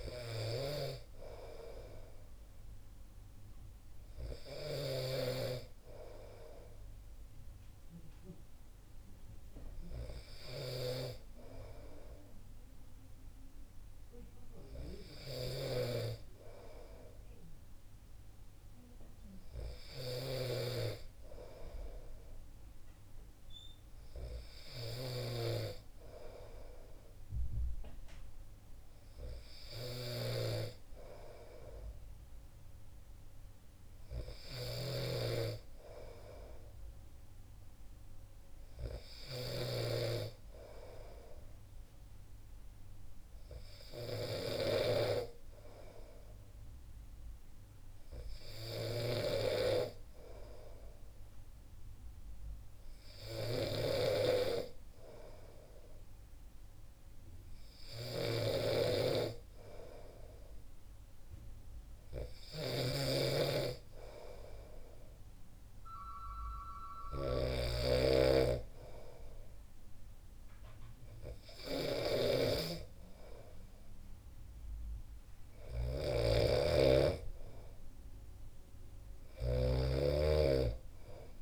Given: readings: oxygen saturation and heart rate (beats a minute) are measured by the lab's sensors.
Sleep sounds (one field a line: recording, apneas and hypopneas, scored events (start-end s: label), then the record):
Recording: breathing in sleep by a room microphone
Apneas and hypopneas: none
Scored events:
0.00-5.00 s: snoring (device-marked)
30.00-40.00 s: snoring (device-marked)
53.50-81.42 s: snoring (device-marked)
From the record:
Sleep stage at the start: N2 (light sleep)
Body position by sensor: on the back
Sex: male